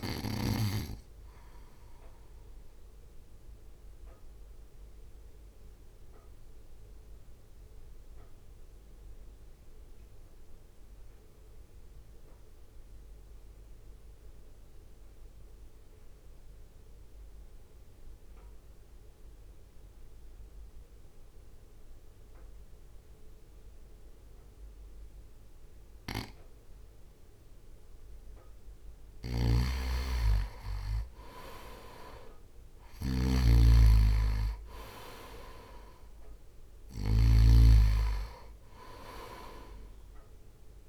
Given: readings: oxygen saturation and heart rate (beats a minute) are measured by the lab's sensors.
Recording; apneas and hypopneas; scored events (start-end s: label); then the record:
breathing in sleep by a room microphone; 1
0.00-6.50 s: drop in pulse transit time (device-marked, heart rate 47 extreme)
0.00-6.50 s: oxygen desaturation (device-marked, oxygen 92% lowest, heart rate 47 extreme)
2.00-29.50 s: mixed apnea (oxygen 98% before, 89% lowest, heart rate 60 before, 49 extreme, up 4 after)
14.50-24.50 s: oxygen desaturation (device-marked, oxygen 93% before, 89% lowest, heart rate 54 before, 49 extreme)
29.00-40.89 s: snoring (device-marked)
29.50-40.89 s: oxygen desaturation (device-marked, oxygen 97% before, 92% lowest, heart rate 58 before, 49 extreme)
31.50-40.89 s: drop in pulse transit time (device-marked, heart rate 59 before, 49 extreme)
32.50-36.00 s: arousal
From the record:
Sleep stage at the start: N2 (light sleep); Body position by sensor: on the right side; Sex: male